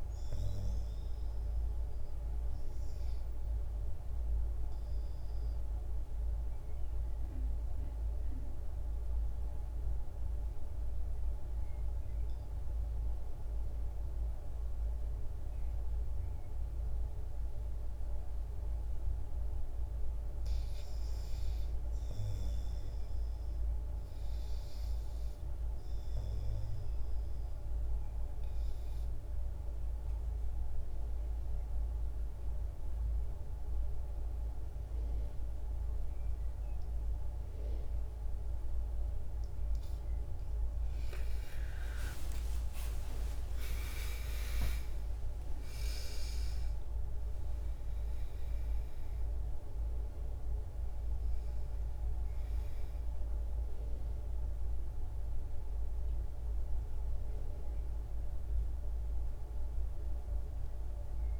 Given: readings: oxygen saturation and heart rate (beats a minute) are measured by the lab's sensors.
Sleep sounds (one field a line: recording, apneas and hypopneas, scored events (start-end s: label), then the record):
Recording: breathing in sleep, hard to hear, by a room microphone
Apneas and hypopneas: 2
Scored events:
0.00-9.00 s: oxygen desaturation (device-marked, oxygen 89% lowest, heart rate 58 extreme)
4.50-19.50 s: obstructive apnea (oxygen 96% before, 83% lowest, heart rate 59 before, 61 extreme, up 3 after)
20.00-37.00 s: oxygen desaturation (device-marked, oxygen 91% before, 84% lowest, heart rate 62 before, 64 extreme)
28.00-39.50 s: obstructive apnea (oxygen 91% before, 83% lowest, heart rate 62 before, 64 extreme, up 30 after)
40.50-44.50 s: arousal
48.00-61.40 s: oxygen desaturation (device-marked, oxygen 89% before, 83% lowest, heart rate 73 before, 57 extreme)
From the record:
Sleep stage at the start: REM sleep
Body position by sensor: on the back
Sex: female